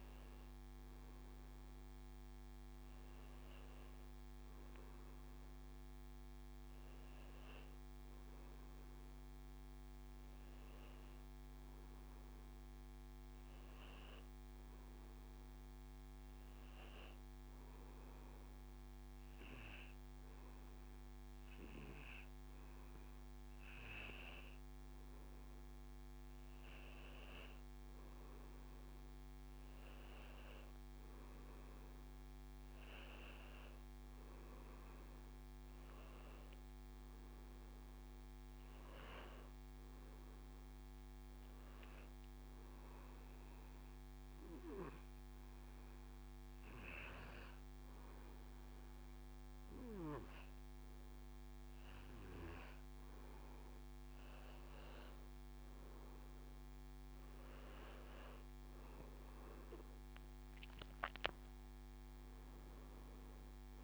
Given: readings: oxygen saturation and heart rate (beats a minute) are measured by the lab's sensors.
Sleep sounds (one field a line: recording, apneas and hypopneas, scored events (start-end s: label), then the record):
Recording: breathing in sleep by a microphone on the trachea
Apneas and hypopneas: 2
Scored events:
16.50-27.00 s: obstructive apnea (oxygen 97% before, 93% lowest, heart rate 90 before, 83 extreme, up 5 after)
29.00-32.50 s: arousal
43.50-55.00 s: obstructive apnea (oxygen 96% before, 93% lowest, heart rate 85 before, 83 extreme, up 3 after)
57.50-61.50 s: arousal
58.50-63.84 s: oxygen desaturation (device-marked, oxygen 97% before, 93% lowest, heart rate 84 before, 86 extreme)
From the record:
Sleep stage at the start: N2 (light sleep)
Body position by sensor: on the back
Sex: male